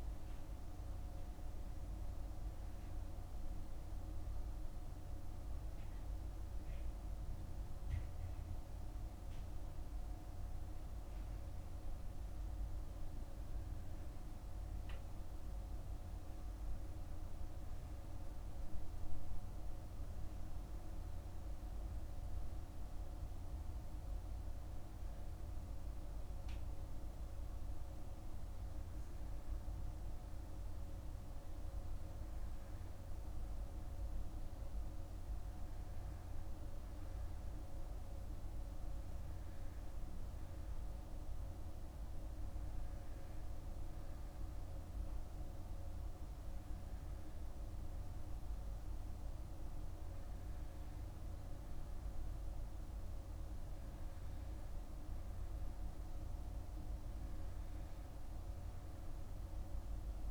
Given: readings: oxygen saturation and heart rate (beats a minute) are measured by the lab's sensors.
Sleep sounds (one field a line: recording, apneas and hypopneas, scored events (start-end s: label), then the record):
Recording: breathing in sleep, hard to hear, by a room microphone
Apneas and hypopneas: none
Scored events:
none scored
From the record:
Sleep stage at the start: N2 (light sleep)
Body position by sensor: on the back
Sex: male